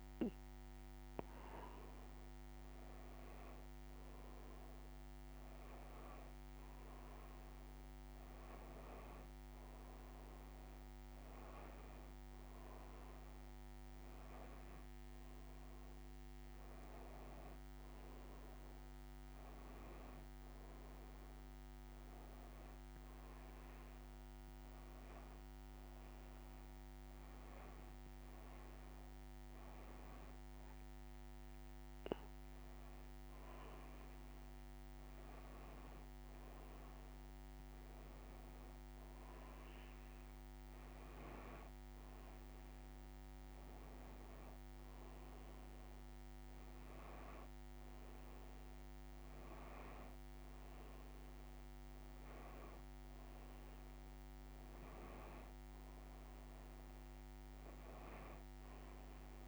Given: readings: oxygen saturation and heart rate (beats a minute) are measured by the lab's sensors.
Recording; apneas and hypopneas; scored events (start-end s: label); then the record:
breathing in sleep, hard to hear, by a microphone on the trachea; none
none scored
From the record:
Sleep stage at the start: N1 (lightest sleep); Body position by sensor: on the back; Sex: female